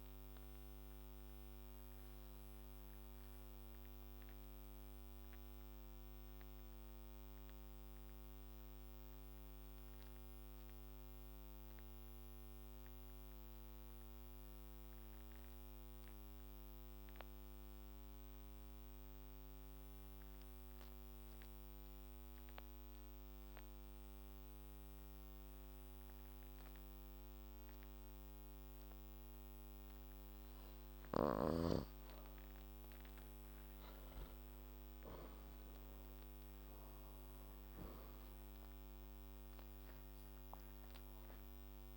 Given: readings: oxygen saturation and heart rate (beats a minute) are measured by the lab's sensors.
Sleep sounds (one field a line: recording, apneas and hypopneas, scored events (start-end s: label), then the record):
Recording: breathing in sleep, hard to hear, by a microphone on the trachea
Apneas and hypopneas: 1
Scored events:
2.00-31.00 s: obstructive apnea (oxygen 97% before, 87% lowest, heart rate 59 before, 56 extreme, up 7 after)
33.00-36.50 s: arousal
35.00-41.97 s: oxygen desaturation (device-marked, oxygen 98% before, 87% lowest, heart rate 56 before, 52 extreme)
From the record:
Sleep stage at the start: N2 (light sleep)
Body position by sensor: on the back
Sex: male